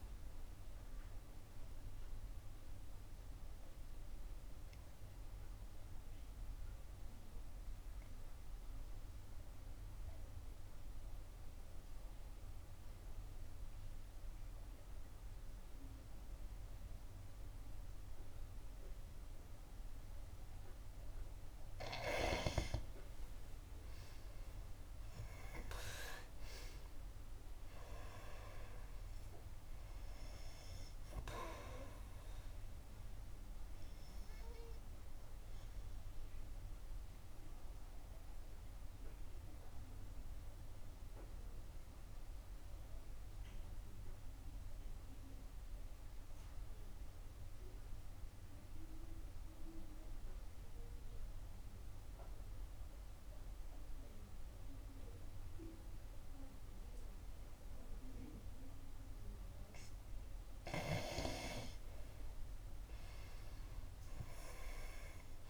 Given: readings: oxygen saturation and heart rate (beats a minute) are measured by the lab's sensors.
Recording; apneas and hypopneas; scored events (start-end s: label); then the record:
breathing in sleep by a room microphone; 2
0.50-21.50 s: obstructive apnea (oxygen 97% before, 89% lowest, heart rate 65 before, 55 extreme, up 13 after)
9.00-20.00 s: oxygen desaturation (device-marked, oxygen 94% before, 90% lowest, heart rate 63 before, 55 extreme)
23.00-27.00 s: arousal
30.00-57.00 s: oxygen desaturation (device-marked, oxygen 97% before, 89% lowest, heart rate 60 before, 53 extreme)
38.50-60.50 s: obstructive apnea (oxygen 97% before, 89% lowest, heart rate 64 before, 53 extreme, up 12 after)
63.00-65.50 s: arousal
From the record:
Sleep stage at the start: N2 (light sleep); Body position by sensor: on the back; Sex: female